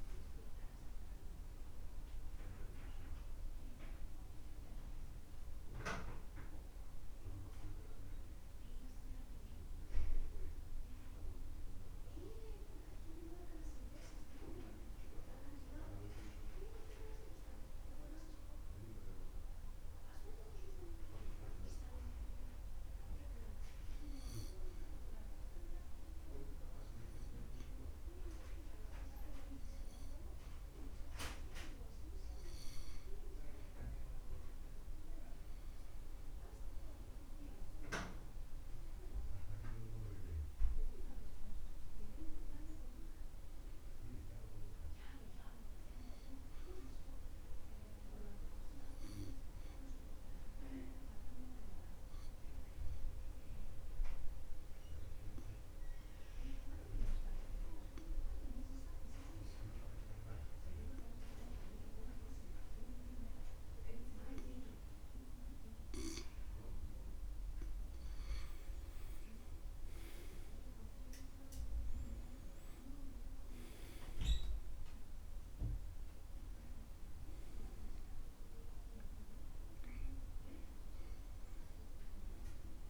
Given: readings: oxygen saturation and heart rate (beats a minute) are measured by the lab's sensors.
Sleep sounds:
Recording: breathing in sleep by a room microphone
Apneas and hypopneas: 3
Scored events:
3.50-15.00 s: hypopnea (oxygen 95% before, 90% lowest, heart rate 71 before, 64 extreme, up 5 after)
17.00-21.00 s: arousal
23.50-34.50 s: obstructive apnea (oxygen 97% before, 89% lowest, heart rate 66 before, 64 extreme, up 6 after)
31.00-38.00 s: oxygen desaturation (device-marked, oxygen 96% before, 92% lowest, heart rate 66 before, 64 extreme)
40.00-44.50 s: arousal
48.50-68.50 s: obstructive apnea (oxygen 96% before, 87% lowest, heart rate 69 before, 64 extreme, up 12 after)
71.00-75.00 s: arousal
75.00-82.90 s: oxygen desaturation (device-marked, oxygen 95% before, 87% lowest, heart rate 69 before, 64 extreme)
From the record:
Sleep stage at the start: N2 (light sleep)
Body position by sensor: on the back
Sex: male

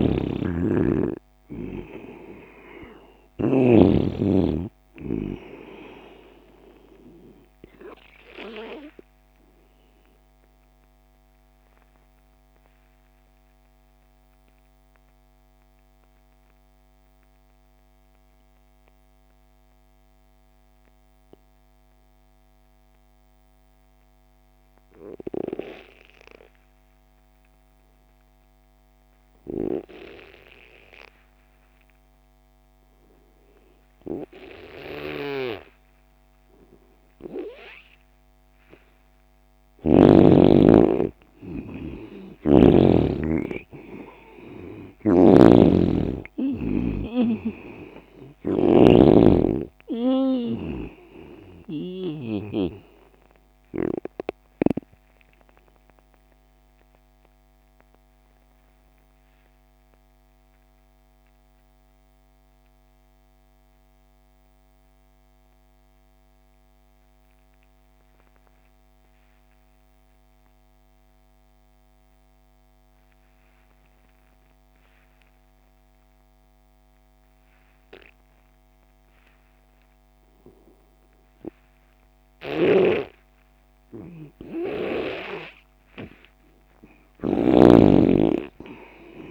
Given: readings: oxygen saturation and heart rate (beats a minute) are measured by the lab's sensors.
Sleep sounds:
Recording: breathing in sleep by a microphone on the trachea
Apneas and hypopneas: 2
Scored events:
0.00-3.50 s: snoring (device-marked)
0.00-24.00 s: oxygen desaturation (device-marked, oxygen 86% lowest)
8.00-39.00 s: mixed apnea (oxygen 98% before, 86% lowest)
35.00-40.00 s: snoring (device-marked)
41.00-46.00 s: arousal
42.00-52.00 s: snoring (device-marked)
49.00-67.00 s: oxygen desaturation (device-marked, oxygen 96% before, 88% lowest)
54.50-85.00 s: mixed apnea (oxygen 98% before, 85% lowest)
80.00-89.31 s: oxygen desaturation (device-marked, oxygen 98% before, 85% lowest)
82.00-87.50 s: snoring (device-marked)
88.00-89.31 s: arousal
From the record:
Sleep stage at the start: N2 (light sleep)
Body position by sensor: on the left side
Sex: male

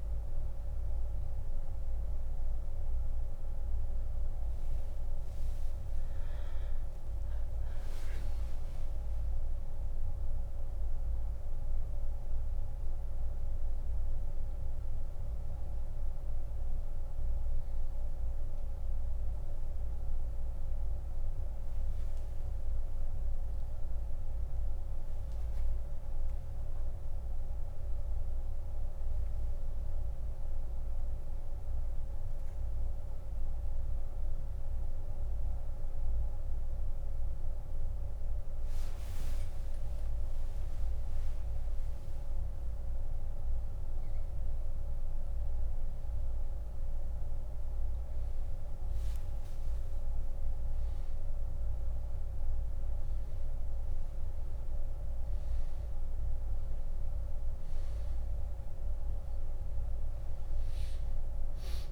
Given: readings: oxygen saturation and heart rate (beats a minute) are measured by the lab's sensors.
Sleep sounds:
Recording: a person partly awake in a sleep study, hard to hear, by a room microphone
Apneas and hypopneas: 1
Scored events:
2.00-24.00 s: oxygen desaturation (device-marked, oxygen 96% before, 90% lowest)
19.00-61.92 s: new sleep stage, N1 (lightest sleep)
20.50-41.00 s: obstructive apnea (oxygen 96% before, 91% lowest)
43.00-46.50 s: arousal
From the record:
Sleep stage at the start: awake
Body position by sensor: on the back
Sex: male

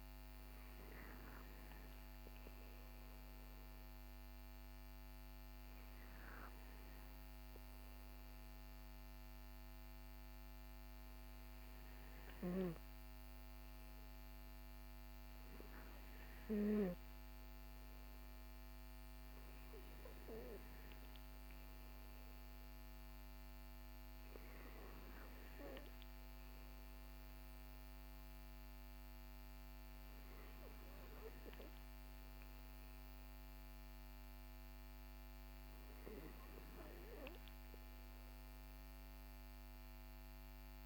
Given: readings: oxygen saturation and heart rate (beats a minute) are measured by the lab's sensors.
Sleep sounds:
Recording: breathing in sleep by a microphone on the trachea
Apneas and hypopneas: none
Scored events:
none scored
From the record:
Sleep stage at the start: N2 (light sleep)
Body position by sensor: on the back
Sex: male

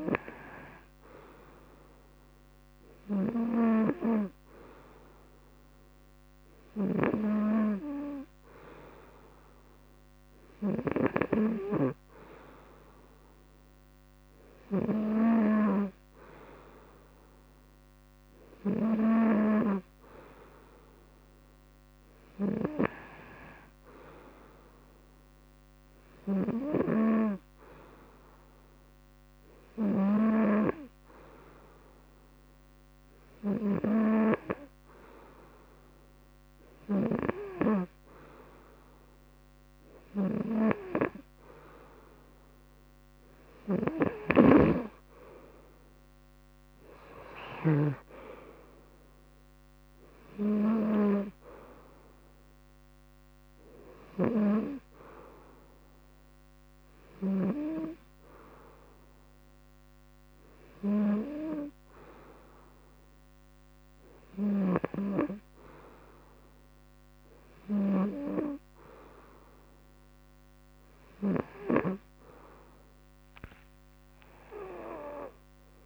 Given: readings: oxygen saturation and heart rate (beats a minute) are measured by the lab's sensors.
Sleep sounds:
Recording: breathing in sleep by a microphone on the trachea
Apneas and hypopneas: none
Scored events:
22.00-26.50 s: snoring (device-marked)
39.50-47.50 s: snoring (device-marked)
73.50-75.86 s: arousal
From the record:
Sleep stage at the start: N2 (light sleep)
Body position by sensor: on the front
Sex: male

